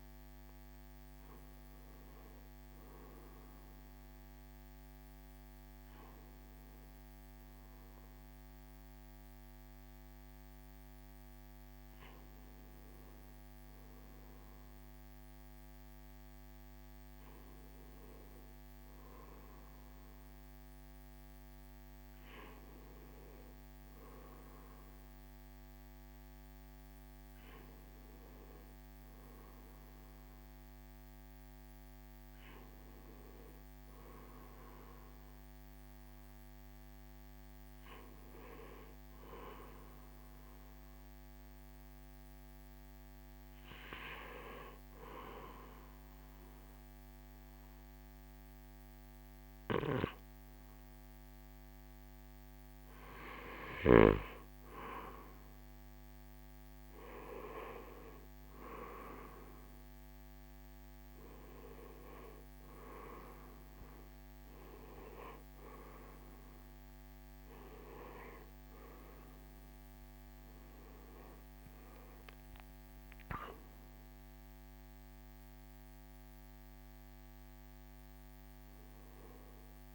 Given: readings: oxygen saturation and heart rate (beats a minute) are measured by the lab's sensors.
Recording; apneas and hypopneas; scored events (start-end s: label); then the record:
breathing in sleep by a microphone on the trachea; 1
2.50-12.50 s: oxygen desaturation (device-marked, oxygen 95% before, 91% lowest, heart rate 65 before, 63 extreme)
40.50-54.00 s: obstructive apnea (oxygen 97% before, 91% lowest, heart rate 65 before, 61 extreme, up 5 after)
55.50-79.95 s: oxygen desaturation (device-marked, oxygen 95% before, 91% lowest, heart rate 63 before, 61 extreme)
64.50-79.50 s: drop in pulse transit time (device-marked, heart rate 63 before, 69 extreme)
64.50-79.95 s: new sleep stage, awake
From the record:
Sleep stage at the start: N1 (lightest sleep); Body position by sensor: on the right side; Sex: male